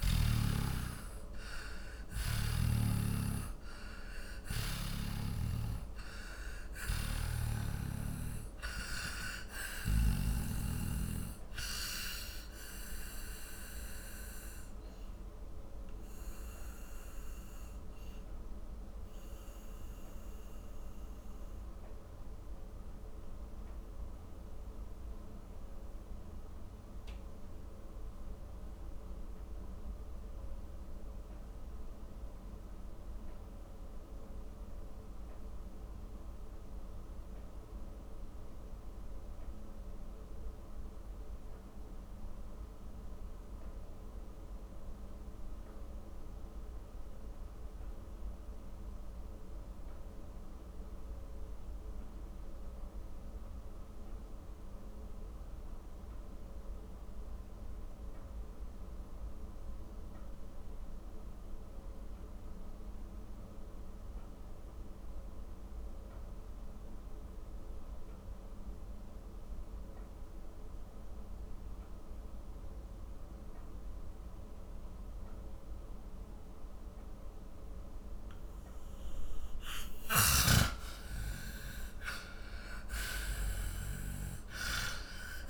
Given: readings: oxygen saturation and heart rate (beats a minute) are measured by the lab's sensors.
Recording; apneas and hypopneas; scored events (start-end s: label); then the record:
breathing in sleep by a room microphone; 1
0.00-37.50 s: oxygen desaturation (device-marked, oxygen 81% lowest, heart rate 42 extreme)
3.00-7.50 s: snoring (device-marked)
13.50-80.00 s: mixed apnea (oxygen 98% before, 81% lowest, heart rate 67 before, 42 extreme, up 28 after)
67.50-85.50 s: oxygen desaturation (device-marked, oxygen 99% before, 81% lowest, heart rate 47 before, 37 extreme)
80.00-84.00 s: snoring (device-marked)
83.00-85.50 s: arousal
From the record:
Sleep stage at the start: N2 (light sleep); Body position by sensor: on the back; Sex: male